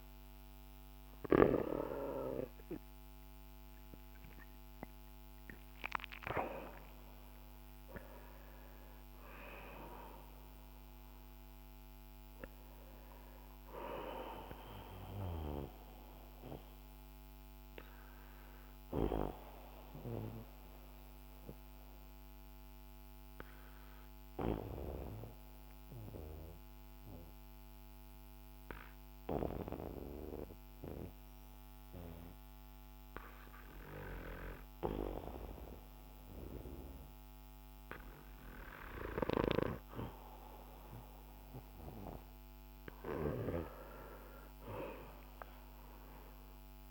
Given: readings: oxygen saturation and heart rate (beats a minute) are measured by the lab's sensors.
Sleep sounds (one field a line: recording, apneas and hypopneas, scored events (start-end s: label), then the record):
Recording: breathing in sleep by a microphone on the trachea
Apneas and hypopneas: 1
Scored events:
0.00-32.00 s: oxygen desaturation (device-marked, oxygen 90% lowest, heart rate 46 extreme)
1.50-6.00 s: arousal
17.00-42.50 s: obstructive apnea (oxygen 97% before, 90% lowest, heart rate 57 before, 46 extreme, up 5 after)
44.50-46.91 s: arousal
From the record:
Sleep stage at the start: N2 (light sleep)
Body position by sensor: on the back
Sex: male